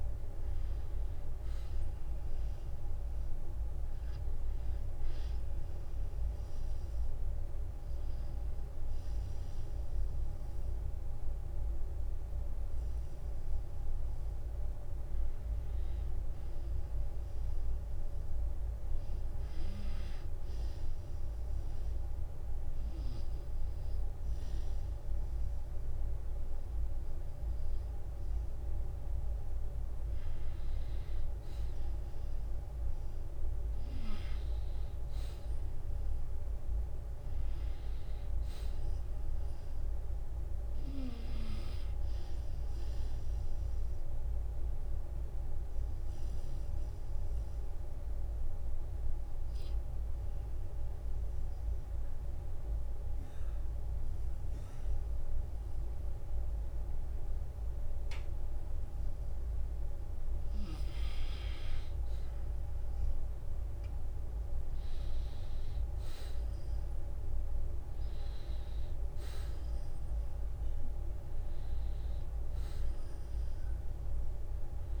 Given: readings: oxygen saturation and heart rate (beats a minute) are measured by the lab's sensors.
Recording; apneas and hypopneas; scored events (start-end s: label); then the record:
breathing in sleep, hard to hear, by a room microphone; 3
1.50-20.50 s: oxygen desaturation (device-marked, oxygen 94% before, 91% lowest, heart rate 55 before, 50 extreme)
5.00-15.00 s: obstructive apnea (oxygen 95% before, 89% lowest, heart rate 56 before, 50 extreme, up 6 after)
16.50-19.00 s: arousal
21.00-31.00 s: obstructive apnea (oxygen 94% before, 86% lowest, heart rate 58 before, 50 extreme, up 11 after)
27.00-29.00 s: long interval between heartbeats (device-marked, heart rate 57 before, 66 extreme)
33.50-37.00 s: arousal
33.50-41.50 s: oxygen desaturation (device-marked, oxygen 93% before, 90% lowest, heart rate 57 before, 53 extreme)
43.00-59.00 s: obstructive apnea (oxygen 93% before, 84% lowest, heart rate 59 before, 54 extreme, up 9 after)
62.50-66.50 s: arousal
70.50-75.00 s: oxygen desaturation (device-marked, oxygen 93% before, 84% lowest, heart rate 59 before, 45 extreme)
From the record:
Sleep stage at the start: N2 (light sleep); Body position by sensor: on the back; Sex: male